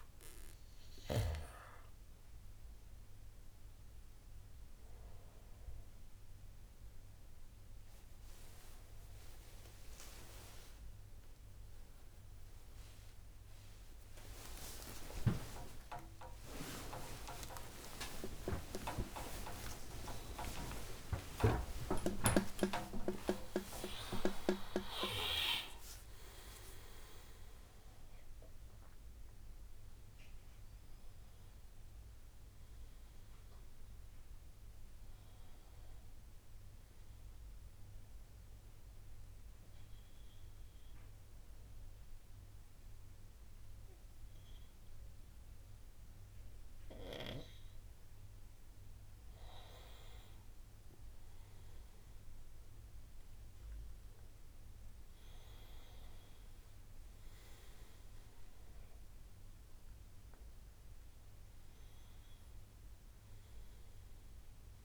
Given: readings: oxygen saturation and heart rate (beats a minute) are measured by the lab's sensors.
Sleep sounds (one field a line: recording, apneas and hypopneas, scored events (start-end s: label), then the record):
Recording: breathing in sleep by a room microphone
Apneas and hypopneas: 1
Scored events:
13.50-29.50 s: tachycardia (device-marked, heart rate 50 before, 139 extreme)
15.00-23.00 s: arousal
27.50-34.50 s: oxygen desaturation (device-marked, oxygen 95% before, 92% lowest)
36.50-48.50 s: obstructive apnea (oxygen 97% before, 95% lowest, heart rate 99 before, 61 extreme, up 22 after)
52.50-58.50 s: arousal
From the record:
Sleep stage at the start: N2 (light sleep)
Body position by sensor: on the right side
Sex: male